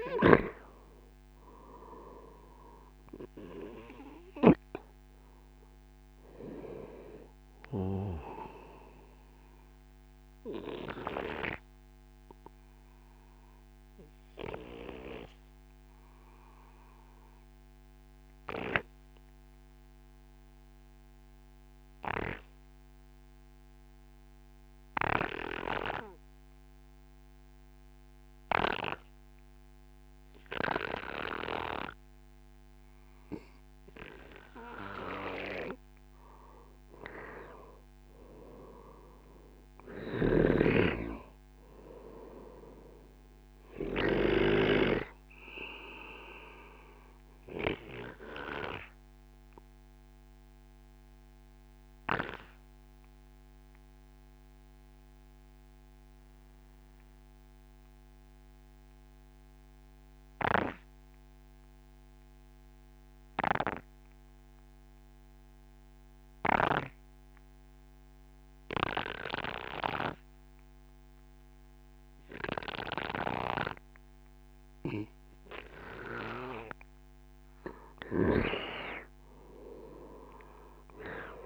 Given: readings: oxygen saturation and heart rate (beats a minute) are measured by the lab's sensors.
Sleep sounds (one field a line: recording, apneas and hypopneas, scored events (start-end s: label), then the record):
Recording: breathing in sleep by a microphone on the trachea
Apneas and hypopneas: 2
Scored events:
0.00-1.00 s: arousal
0.00-8.50 s: oxygen desaturation (device-marked, oxygen 93% lowest, heart rate 55 extreme)
10.50-34.50 s: obstructive apnea (oxygen 96% before, 93% lowest, heart rate 70 before, 35 extreme, up 2 after)
37.00-40.50 s: arousal
40.00-45.00 s: snoring (device-marked)
45.00-75.50 s: obstructive apnea (oxygen 97% before, 93% lowest, heart rate 57 before, 44 extreme, up 0 after)
77.50-81.46 s: oxygen desaturation (device-marked, oxygen 97% before, 93% lowest, heart rate 68 before, 44 extreme)
78.00-81.46 s: arousal
From the record:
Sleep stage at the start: N2 (light sleep)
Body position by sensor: on the right side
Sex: male